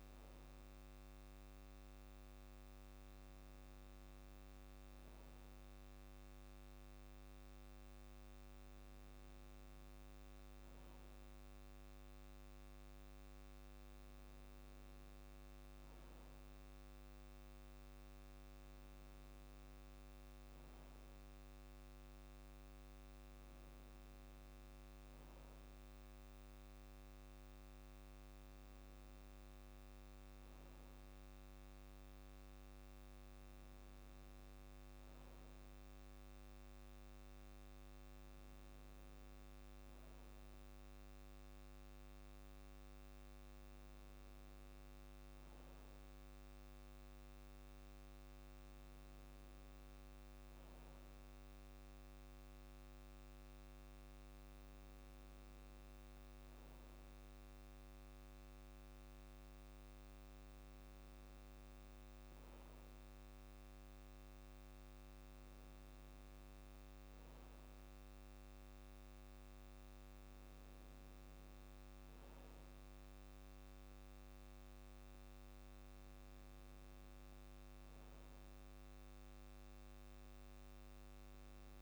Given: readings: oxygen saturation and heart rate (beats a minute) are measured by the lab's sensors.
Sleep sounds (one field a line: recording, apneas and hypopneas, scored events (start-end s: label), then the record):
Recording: breathing in sleep, hard to hear, by a microphone on the trachea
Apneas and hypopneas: none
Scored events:
none scored
From the record:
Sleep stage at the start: N2 (light sleep)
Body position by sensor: on the back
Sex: male